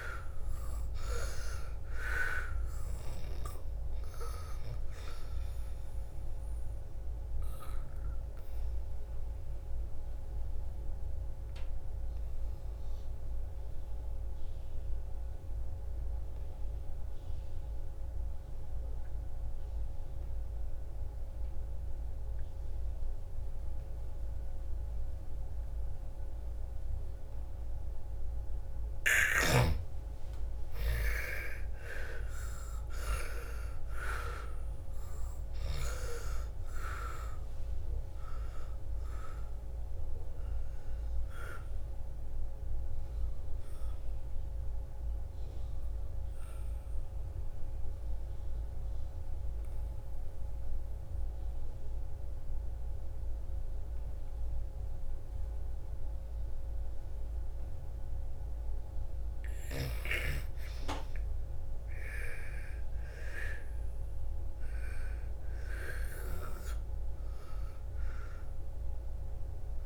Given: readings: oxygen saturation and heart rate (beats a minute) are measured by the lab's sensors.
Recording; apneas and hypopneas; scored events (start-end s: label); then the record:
breathing in sleep by a room microphone; 2
0.00-1.50 s: arousal
0.00-18.00 s: oxygen desaturation (device-marked, oxygen 81% lowest, heart rate 54 extreme)
7.50-28.00 s: obstructive apnea (oxygen 99% before, 79% lowest, heart rate 60 before, 54 extreme, up 13 after)
30.00-33.50 s: arousal
31.00-50.00 s: oxygen desaturation (device-marked, oxygen 99% before, 79% lowest, heart rate 56 before, 56 extreme)
44.50-58.00 s: obstructive apnea (oxygen 99% before, 80% lowest, heart rate 64 before, 55 extreme, up 9 after)
60.00-63.00 s: arousal
68.00-69.85 s: oxygen desaturation (device-marked, oxygen 98% before, 90% lowest, heart rate 59 before, 55 extreme)
From the record:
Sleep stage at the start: N2 (light sleep); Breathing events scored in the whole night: 736 in 7.4 hours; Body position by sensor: on the back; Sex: female